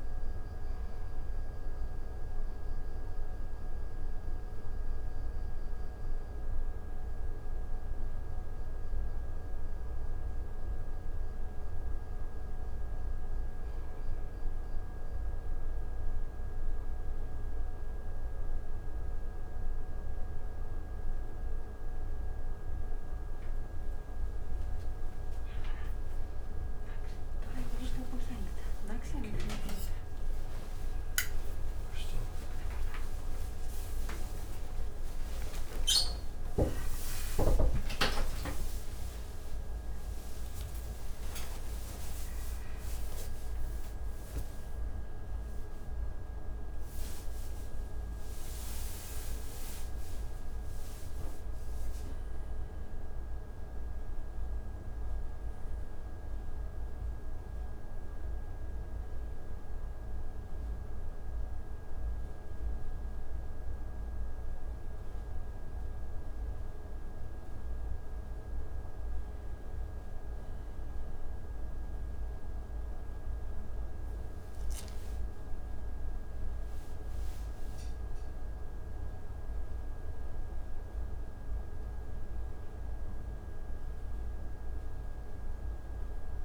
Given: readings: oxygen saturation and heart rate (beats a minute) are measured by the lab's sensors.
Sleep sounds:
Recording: breathing in sleep, hard to hear, by a room microphone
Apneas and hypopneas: none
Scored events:
34.50-41.50 s: arousal
From the record:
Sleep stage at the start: N1 (lightest sleep)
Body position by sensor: on the back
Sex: male

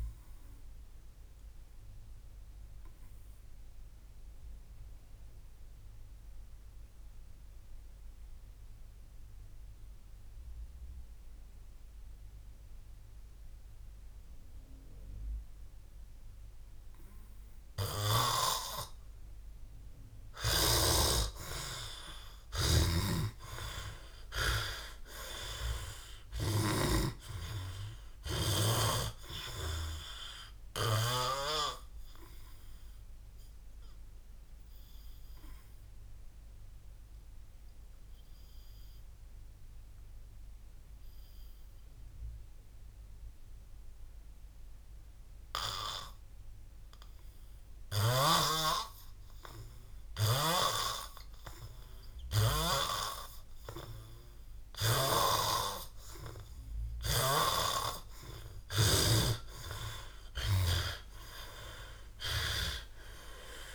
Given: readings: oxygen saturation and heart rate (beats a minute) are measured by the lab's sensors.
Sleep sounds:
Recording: breathing in sleep by a room microphone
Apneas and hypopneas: 2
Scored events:
0.00-11.50 s: oxygen desaturation (device-marked, oxygen 95% lowest, heart rate 57 extreme)
1.50-17.50 s: obstructive apnea (oxygen 99% before, 94% lowest, heart rate 73 before, 57 extreme, up 40 after)
20.50-26.50 s: snoring (device-marked)
22.50-26.50 s: arousal
30.50-40.50 s: oxygen desaturation (device-marked, oxygen 99% before, 95% lowest, heart rate 80 before, 58 extreme)
34.00-48.50 s: obstructive apnea (oxygen 99% before, 93% lowest, heart rate 82 before, 58 extreme, up 0 after)
48.00-52.50 s: snoring (device-marked)
51.00-54.00 s: arousal
From the record:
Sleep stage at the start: N2 (light sleep)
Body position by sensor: on the back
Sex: male

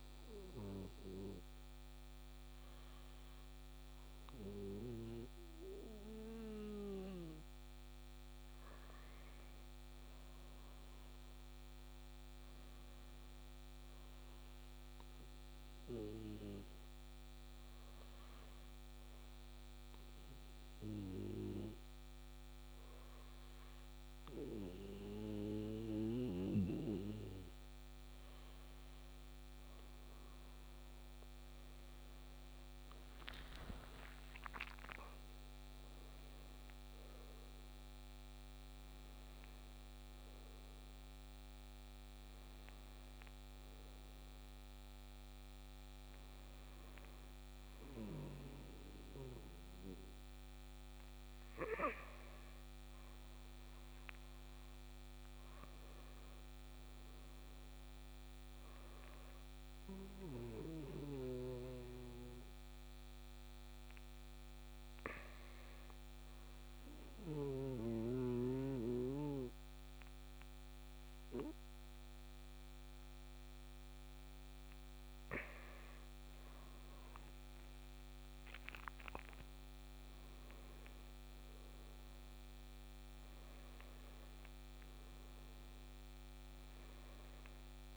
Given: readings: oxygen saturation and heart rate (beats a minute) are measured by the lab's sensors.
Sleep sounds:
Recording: breathing in sleep by a microphone on the trachea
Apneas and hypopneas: 2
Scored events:
15.50-28.00 s: hypopnea (oxygen 97% before, 94% lowest, heart rate 60 before, 59 extreme, up 10 after)
30.00-34.50 s: arousal
55.50-60.00 s: arousal
66.50-76.50 s: central apnea (oxygen 97% before, 94% lowest, heart rate 61 before, 57 extreme, up 12 after)
85.00-87.97 s: new sleep stage, awake
From the record:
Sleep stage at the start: N2 (light sleep)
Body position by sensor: on the right side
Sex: male

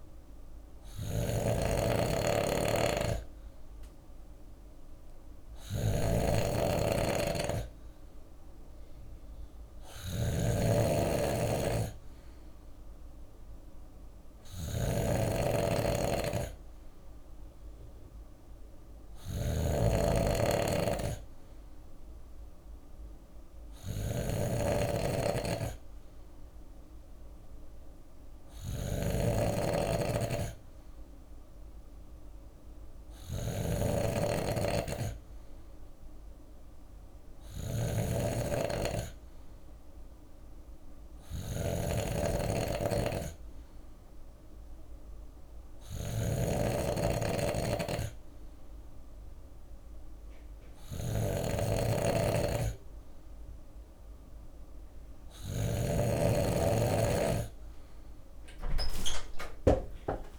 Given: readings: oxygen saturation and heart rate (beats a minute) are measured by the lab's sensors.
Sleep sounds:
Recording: breathing in sleep by a room microphone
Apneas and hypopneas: none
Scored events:
0.00-11.00 s: bradycardia (device-marked, heart rate 57 extreme)
0.00-55.00 s: snoring (device-marked)
12.00-19.00 s: bradycardia (device-marked, heart rate 60 before, 58 extreme)
23.00-34.00 s: bradycardia (device-marked, heart rate 60 before, 58 extreme)
49.00-60.00 s: bradycardia (device-marked, heart rate 60 before, 57 extreme)
From the record:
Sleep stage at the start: N2 (light sleep)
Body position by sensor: on the left side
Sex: male

